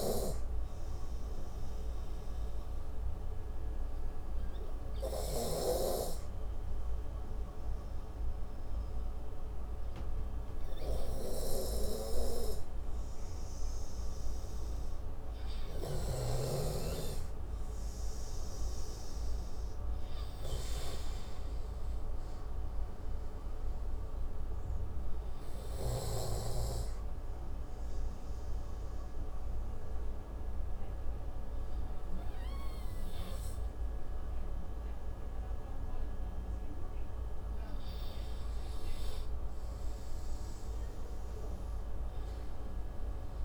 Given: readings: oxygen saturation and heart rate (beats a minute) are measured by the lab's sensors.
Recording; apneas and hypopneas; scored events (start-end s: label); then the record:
breathing in sleep by a room microphone; 1
0.00-13.00 s: oxygen desaturation (device-marked, oxygen 90% lowest, heart rate 57 extreme)
24.50-37.50 s: obstructive apnea (oxygen 95% before, 91% lowest, heart rate 80 before, 57 extreme, up 19 after)
40.50-43.45 s: arousal
From the record:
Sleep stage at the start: N2 (light sleep); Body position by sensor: on the right side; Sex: male